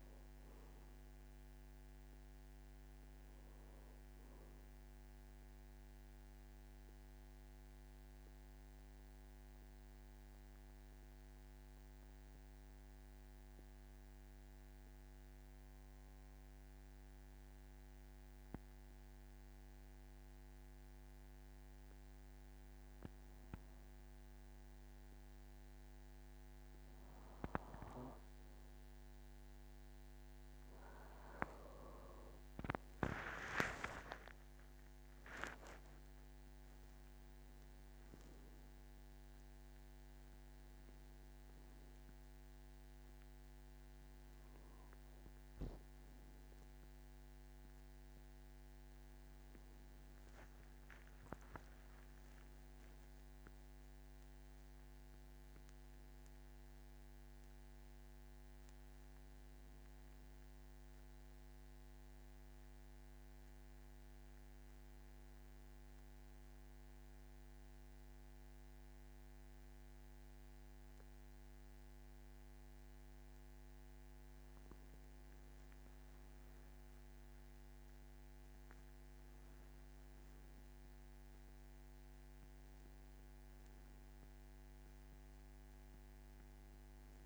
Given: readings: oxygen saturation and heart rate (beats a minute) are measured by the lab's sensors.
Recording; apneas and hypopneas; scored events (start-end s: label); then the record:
breathing in sleep by a microphone on the trachea; 2
0.00-1.50 s: arousal
0.00-24.00 s: oxygen desaturation (device-marked, oxygen 89% lowest, heart rate 45 extreme)
5.00-29.00 s: mixed apnea (oxygen 98% before, 89% lowest, heart rate 56 before, 45 extreme, up 11 after)
32.50-36.50 s: arousal
35.00-60.00 s: oxygen desaturation (device-marked, oxygen 99% before, 92% lowest, heart rate 52 before, 48 extreme)
62.00-73.00 s: central apnea (oxygen 98% before, 93% lowest, heart rate 53 before, 47 extreme, up 12 after)
76.00-79.50 s: arousal
From the record:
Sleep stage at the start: N2 (light sleep); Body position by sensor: on the back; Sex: male